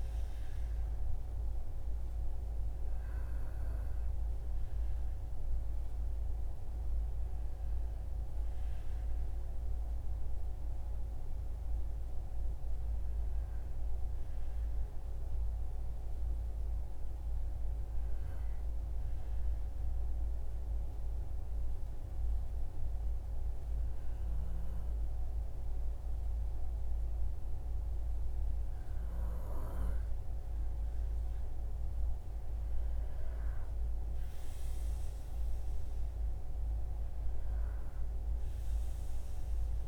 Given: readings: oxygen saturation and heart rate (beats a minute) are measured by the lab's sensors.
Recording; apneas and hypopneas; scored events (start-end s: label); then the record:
breathing in sleep, hard to hear, by a room microphone; 1
19.50-30.00 s: hypopnea (oxygen 95% before, 92% lowest, heart rate 67 before, 62 extreme, up 6 after)
32.00-35.50 s: arousal
From the record:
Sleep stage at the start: N2 (light sleep); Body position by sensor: on the right side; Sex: male